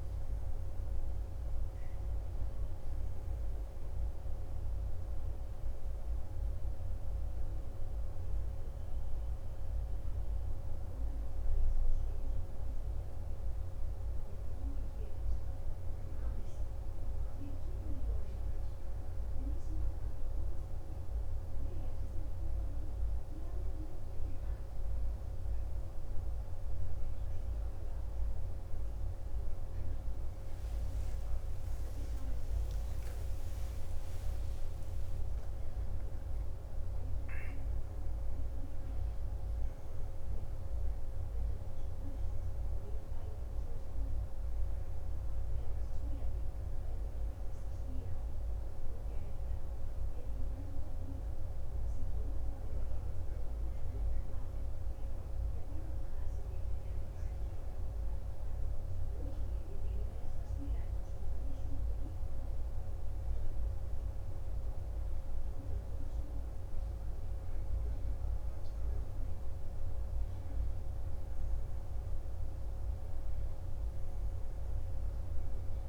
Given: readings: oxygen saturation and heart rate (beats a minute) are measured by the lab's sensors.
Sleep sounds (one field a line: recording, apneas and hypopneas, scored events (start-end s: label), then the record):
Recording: breathing in sleep, hard to hear, by a room microphone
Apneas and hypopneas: 2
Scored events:
8.00-24.50 s: hypopnea (oxygen 94% before, 91% lowest, heart rate 58 before, 48 extreme, up 6 after)
31.50-36.00 s: arousal
48.00-63.50 s: hypopnea (oxygen 94% before, 91% lowest, heart rate 61 before, 43 extreme, up 8 after)
From the record:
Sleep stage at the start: N2 (light sleep)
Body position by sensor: on the back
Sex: male